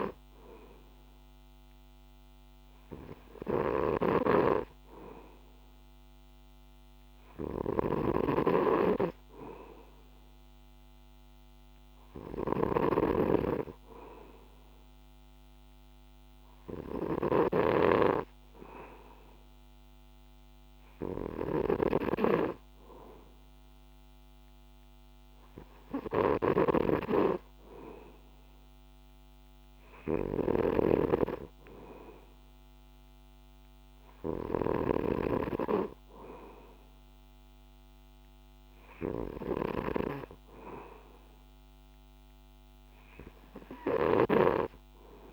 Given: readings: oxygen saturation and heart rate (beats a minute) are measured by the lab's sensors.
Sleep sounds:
breathing in sleep by a microphone on the trachea; none
0.00-45.33 s: snoring (device-marked)
From the record:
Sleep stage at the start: N2 (light sleep); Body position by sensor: on the back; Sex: male

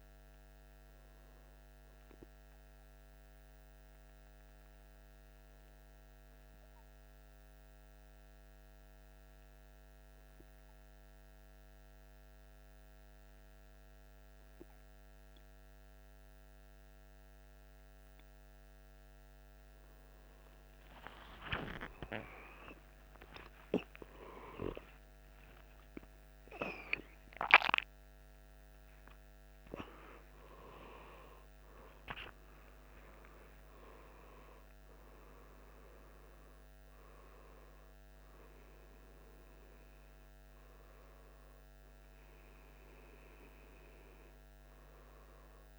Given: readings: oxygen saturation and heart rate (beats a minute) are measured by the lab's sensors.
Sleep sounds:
breathing in sleep by a microphone on the trachea; 1
3.50-18.50 s: hypopnea (oxygen 99% before, 98% lowest, heart rate 63 before, 52 extreme, up 13 after)
21.00-26.50 s: arousal
From the record:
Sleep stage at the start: N1 (lightest sleep); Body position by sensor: on the back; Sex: male

